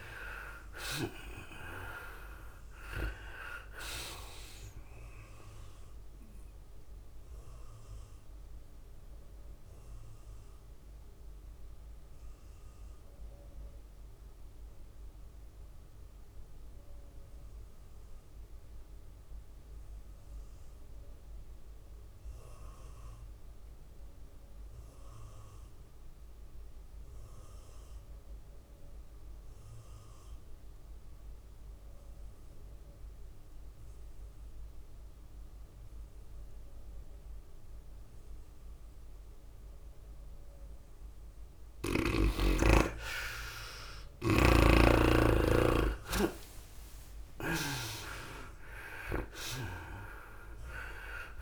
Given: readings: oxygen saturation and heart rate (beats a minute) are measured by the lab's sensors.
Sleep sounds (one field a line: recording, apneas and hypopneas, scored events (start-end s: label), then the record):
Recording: breathing in sleep by a room microphone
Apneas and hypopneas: 1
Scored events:
0.00-10.50 s: tachycardia (device-marked, heart rate 111 extreme)
0.00-13.50 s: drop in pulse transit time (device-marked, heart rate 106 extreme)
0.00-18.50 s: oxygen desaturation (device-marked, oxygen 82% lowest, heart rate 96 extreme)
7.00-41.00 s: mixed apnea (oxygen 98% before, 78% lowest, heart rate 105 before, 96 extreme, up 6 after)
13.00-15.00 s: long interval between heartbeats (device-marked, heart rate 107 before, 100 extreme)
16.50-27.50 s: tachycardia (device-marked, heart rate 105 before, 105 extreme)
31.50-38.50 s: tachycardia (device-marked, heart rate 105 before, 102 extreme)
31.50-51.42 s: oxygen desaturation (device-marked, oxygen 98% before, 78% lowest, heart rate 102 before, 100 extreme)
39.50-51.42 s: tachycardia (device-marked, heart rate 105 before, 110 extreme)
43.50-47.00 s: arousal
46.50-51.42 s: drop in pulse transit time (device-marked, heart rate 101 before, 104 extreme)
From the record:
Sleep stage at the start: N2 (light sleep)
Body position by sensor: on the back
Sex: female